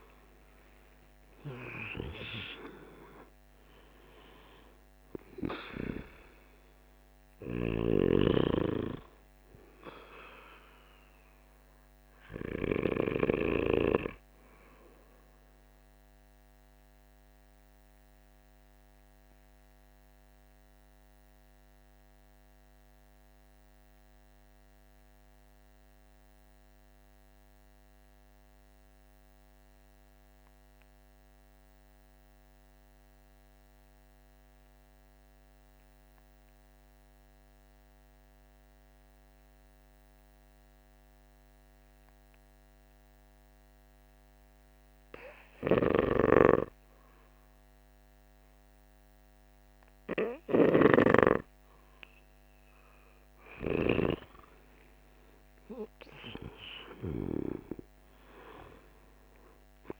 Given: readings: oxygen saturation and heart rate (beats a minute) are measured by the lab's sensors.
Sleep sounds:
breathing in sleep by a microphone on the trachea; 1
0.00-4.00 s: arousal
0.00-27.00 s: oxygen desaturation (device-marked, oxygen 73% lowest, heart rate 50 extreme)
7.00-12.50 s: snoring (device-marked)
16.00-44.50 s: mixed apnea (oxygen 91% before, 73% lowest, heart rate 63 before, 50 extreme, up 7 after)
43.00-60.00 s: oxygen desaturation (device-marked, oxygen 99% before, 81% lowest, heart rate 51 before, 49 extreme)
45.00-53.50 s: snoring (device-marked)
46.50-51.00 s: arousal
From the record:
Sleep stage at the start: REM sleep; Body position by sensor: on the back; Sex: male

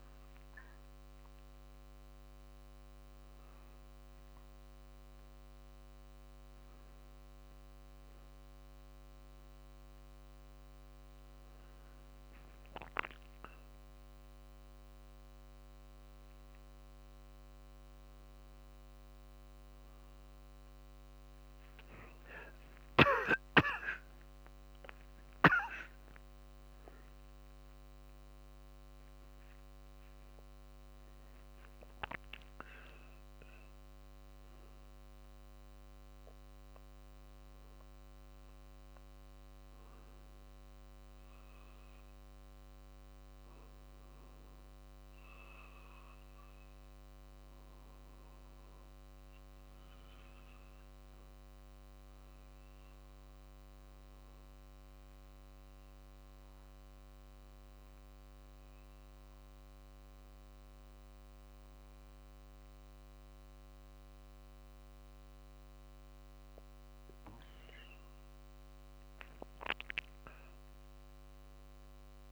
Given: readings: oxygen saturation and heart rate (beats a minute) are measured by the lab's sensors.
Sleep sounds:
breathing in sleep by a microphone on the trachea; 1
0.00-3.00 s: drop in pulse transit time (device-marked, heart rate 50 extreme)
12.00-72.00 s: new sleep stage, N1 (lightest sleep)
17.00-41.00 s: drop in pulse transit time (device-marked, heart rate 53 before, 51 extreme)
25.00-29.50 s: arousal
56.00-68.00 s: obstructive apnea (oxygen 98% before, 94% lowest, heart rate 52 before, 46 extreme, up 0 after)
59.00-72.32 s: drop in pulse transit time (device-marked, heart rate 51 before, 46 extreme)
69.50-72.32 s: arousal
72.00-72.32 s: new sleep stage, N2 (light sleep)
From the record:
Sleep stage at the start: N2 (light sleep); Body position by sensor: on the back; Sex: male

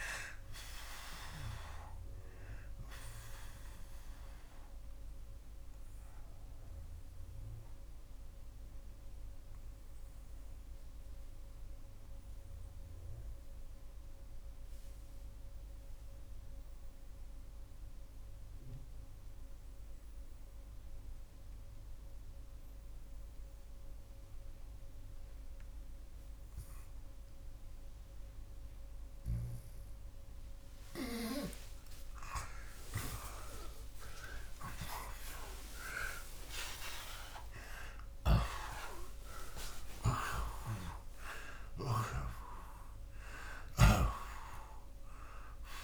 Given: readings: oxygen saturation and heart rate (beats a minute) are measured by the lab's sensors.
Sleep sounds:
breathing in sleep by a room microphone; 1
4.00-30.00 s: obstructive apnea (oxygen 91% before, 81% lowest)
17.00-34.00 s: oxygen desaturation (device-marked, oxygen 90% before, 81% lowest)
32.00-38.50 s: arousal
39.50-43.50 s: snoring (device-marked)
44.00-45.84 s: oxygen desaturation (device-marked, oxygen 94% before, 81% lowest)
From the record:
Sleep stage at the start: N2 (light sleep); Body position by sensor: on the back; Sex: male

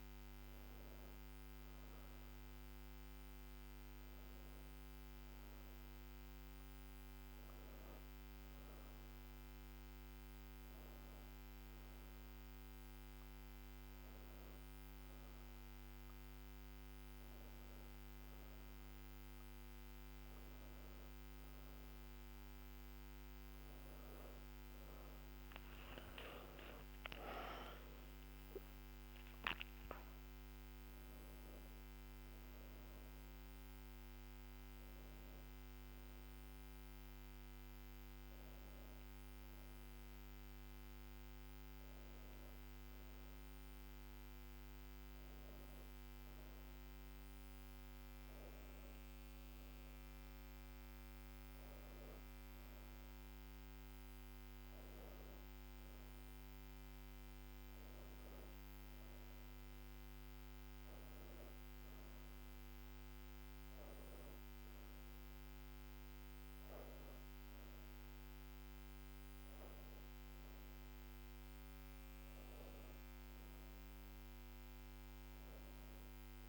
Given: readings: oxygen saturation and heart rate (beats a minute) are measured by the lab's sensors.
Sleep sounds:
breathing in sleep, hard to hear, by a microphone on the trachea; none
26.00-30.00 s: arousal
27.50-76.49 s: new sleep stage, N2 (light sleep)
From the record:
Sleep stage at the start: N1 (lightest sleep); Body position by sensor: on the back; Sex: female

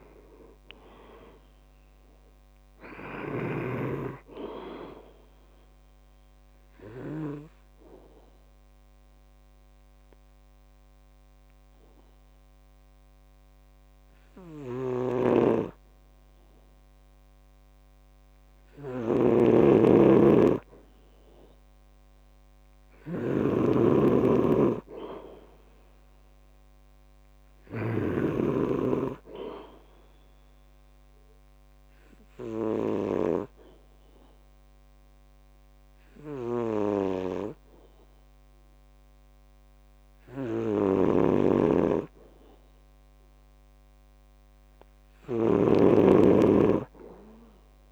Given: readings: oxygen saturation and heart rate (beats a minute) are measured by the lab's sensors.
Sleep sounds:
breathing in sleep by a microphone on the trachea; 2
0.00-3.50 s: arousal
5.00-23.00 s: oxygen desaturation (device-marked, oxygen 98% before, 93% lowest, heart rate 68 before, 66 extreme)
8.00-19.50 s: obstructive apnea (oxygen 98% before, 92% lowest, heart rate 69 before, 66 extreme, up 3 after)
15.00-28.50 s: snoring (device-marked)
23.00-26.00 s: arousal
30.50-43.00 s: obstructive apnea (oxygen 98% before, 92% lowest, heart rate 69 before, 66 extreme, up 4 after)
31.00-44.00 s: oxygen desaturation (device-marked, oxygen 97% before, 92% lowest, heart rate 69 before, 67 extreme)
41.00-47.92 s: snoring (device-marked)
46.00-47.92 s: arousal
From the record:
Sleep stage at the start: N2 (light sleep); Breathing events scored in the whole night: 341 in 4.3 hours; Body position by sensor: on the back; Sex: male

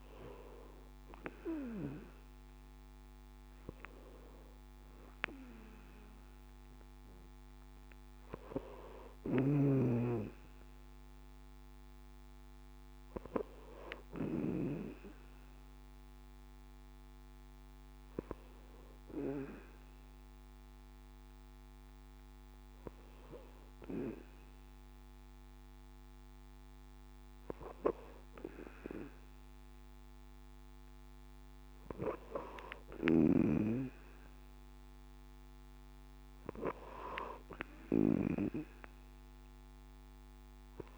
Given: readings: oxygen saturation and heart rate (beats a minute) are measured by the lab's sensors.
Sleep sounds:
breathing in sleep by a microphone on the trachea; none
none scored
From the record:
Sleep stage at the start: N2 (light sleep); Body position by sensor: on the back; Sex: male

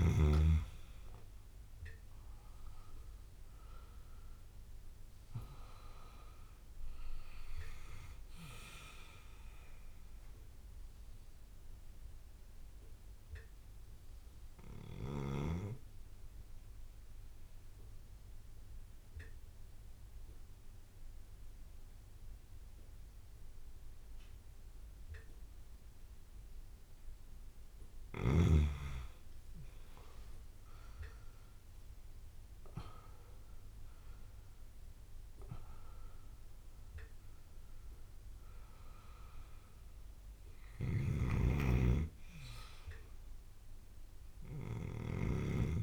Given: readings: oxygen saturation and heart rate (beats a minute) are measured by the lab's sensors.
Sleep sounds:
breathing in sleep by a room microphone; 1
0.00-3.50 s: arousal
0.00-8.00 s: bradycardia (device-marked)
10.50-27.00 s: obstructive apnea (oxygen 99% before, 93% lowest)
14.00-26.00 s: bradycardia (device-marked)
29.00-45.83 s: oxygen desaturation (device-marked, oxygen 99% before, 93% lowest)
33.00-37.50 s: arousal
34.00-44.00 s: bradycardia (device-marked)
40.50-45.50 s: snoring (device-marked)
From the record:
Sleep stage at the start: N2 (light sleep); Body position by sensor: on the back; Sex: male

